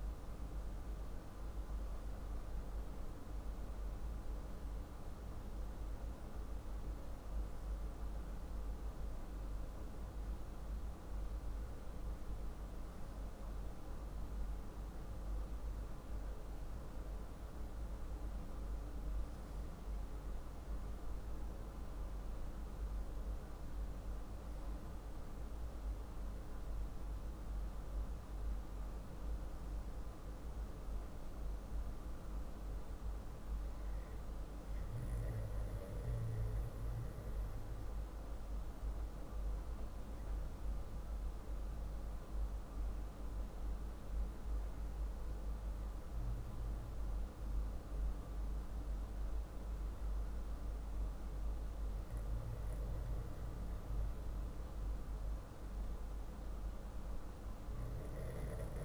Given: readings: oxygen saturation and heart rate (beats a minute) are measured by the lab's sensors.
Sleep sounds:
breathing in sleep, hard to hear, by a room microphone; none
none scored
From the record:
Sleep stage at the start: N2 (light sleep); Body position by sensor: on the back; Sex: male

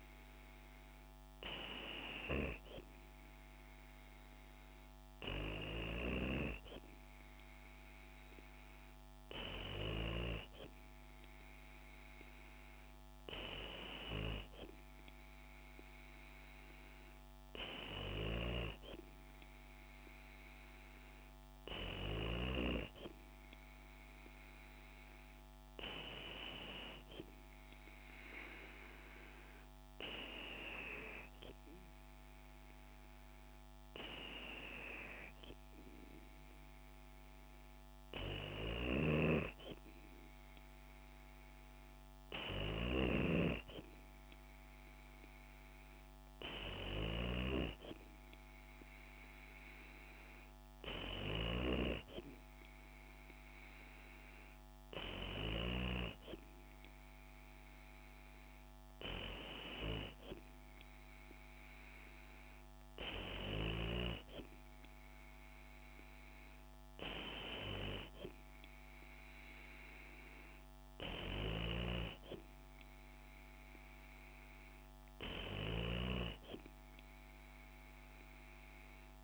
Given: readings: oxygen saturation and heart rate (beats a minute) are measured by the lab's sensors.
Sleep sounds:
breathing in sleep by a microphone on the trachea; none
none scored
From the record:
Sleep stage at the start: N2 (light sleep); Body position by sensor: on the back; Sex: female

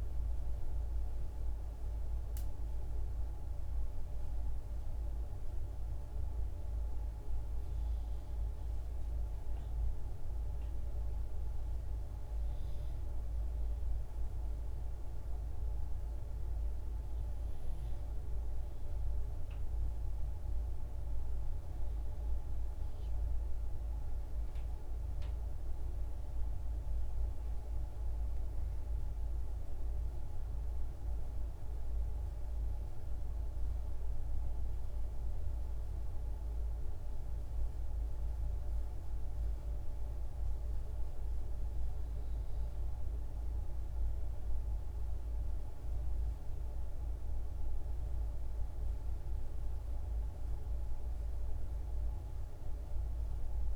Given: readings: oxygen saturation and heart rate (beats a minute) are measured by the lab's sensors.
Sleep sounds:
breathing in sleep, hard to hear, by a room microphone; 1
2.50-13.00 s: hypopnea (oxygen 95% before, 92% lowest, heart rate 55 before, 53 extreme, up 1 after)
15.00-18.50 s: arousal
48.50-52.50 s: arousal
From the record:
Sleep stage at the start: N2 (light sleep); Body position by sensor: on the back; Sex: female

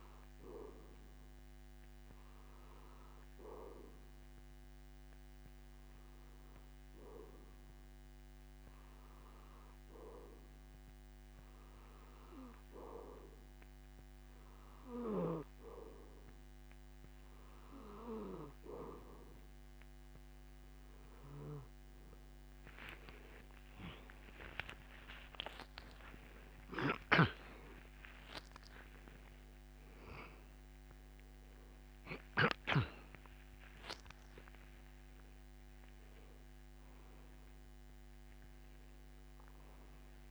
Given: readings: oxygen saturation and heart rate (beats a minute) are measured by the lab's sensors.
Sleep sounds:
a person awake in a sleep study, by a microphone on the trachea; 1
3.00-18.00 s: hypopnea (oxygen 93% before, 89% lowest)
19.50-40.31 s: new sleep stage, awake
27.00-33.00 s: snoring (device-marked)
From the record:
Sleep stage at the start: N2 (light sleep); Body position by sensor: on the back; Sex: male

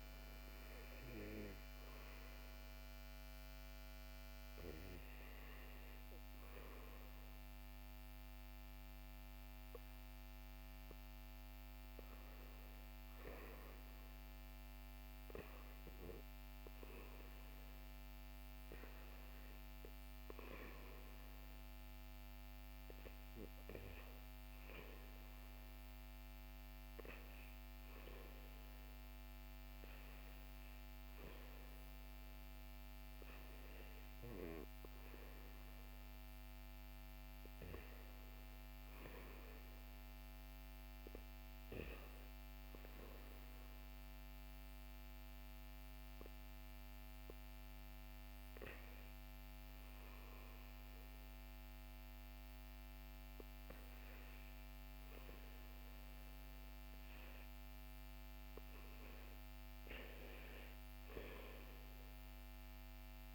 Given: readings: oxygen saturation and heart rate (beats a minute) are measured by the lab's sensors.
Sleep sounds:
breathing in sleep by a microphone on the trachea; 1
44.50-55.50 s: obstructive apnea (oxygen 98% before, 96% lowest, heart rate 65 before, 65 extreme, up 2 after)
58.00-61.50 s: arousal
From the record:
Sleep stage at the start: REM sleep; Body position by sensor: on the back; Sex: male

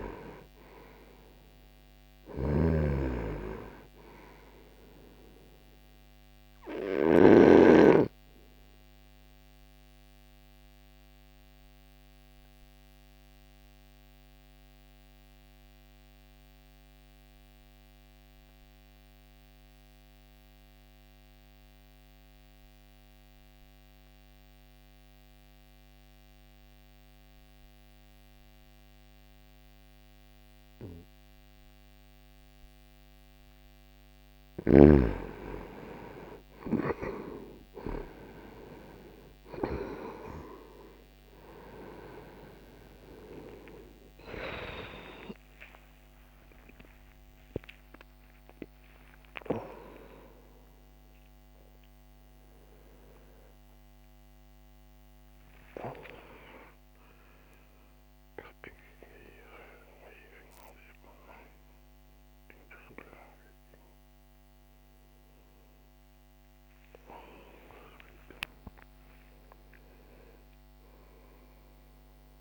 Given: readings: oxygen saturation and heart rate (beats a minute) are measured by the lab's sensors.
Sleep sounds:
a person awake in a sleep study, by a microphone on the trachea; 1
0.00-6.50 s: snoring (device-marked)
8.50-33.00 s: obstructive apnea (oxygen 98% before, 91% lowest, heart rate 60 before, 60 extreme, up 1 after)
22.00-32.00 s: oxygen desaturation (device-marked, oxygen 95% before, 92% lowest, heart rate 60 before, 60 extreme)
33.00-72.41 s: new sleep stage, awake
46.00-59.00 s: oxygen desaturation (device-marked, oxygen 95% before, 91% lowest, heart rate 61 before, 68 extreme)
From the record:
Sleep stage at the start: N2 (light sleep); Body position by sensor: on the right side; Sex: male

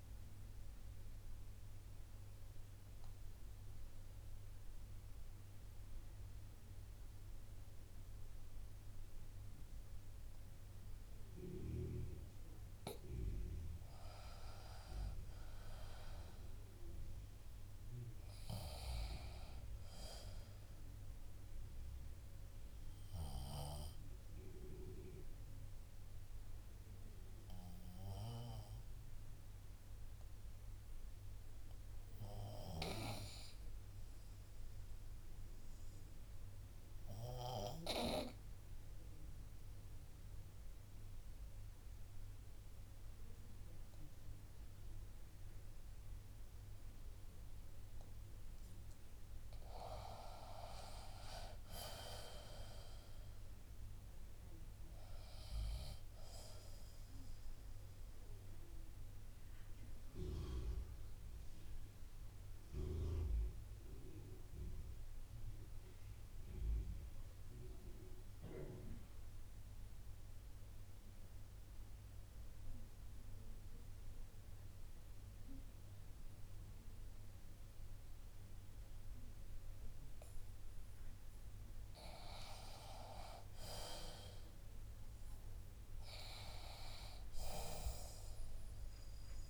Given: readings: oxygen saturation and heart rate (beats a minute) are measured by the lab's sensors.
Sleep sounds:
breathing in sleep by a room microphone; 4
0.50-13.50 s: obstructive apnea (oxygen 96% before, 76% lowest, heart rate 61 before, 58 extreme, up 5 after)
5.50-17.50 s: oxygen desaturation (device-marked, oxygen 95% before, 82% lowest, heart rate 62 before, 58 extreme)
14.50-18.00 s: arousal
19.50-38.50 s: oxygen desaturation (device-marked, oxygen 94% before, 83% lowest, heart rate 60 before, 59 extreme)
21.00-32.00 s: obstructive apnea (oxygen 95% before, 76% lowest, heart rate 60 before, 59 extreme, up 1 after)
33.50-36.00 s: arousal
38.50-49.50 s: obstructive apnea (oxygen 94% before, 75% lowest, heart rate 61 before, 54 extreme, up 8 after)
45.50-76.50 s: oxygen desaturation (device-marked, oxygen 96% before, 76% lowest, heart rate 60 before, 54 extreme)
51.00-54.50 s: arousal
58.00-80.50 s: obstructive apnea (oxygen 96% before, 75% lowest, heart rate 61 before, 54 extreme, up 6 after)
78.50-89.50 s: oxygen desaturation (device-marked, oxygen 97% before, 75% lowest, heart rate 59 before, 57 extreme)
82.00-85.50 s: arousal
From the record:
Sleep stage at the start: N2 (light sleep); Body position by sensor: on the back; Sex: female

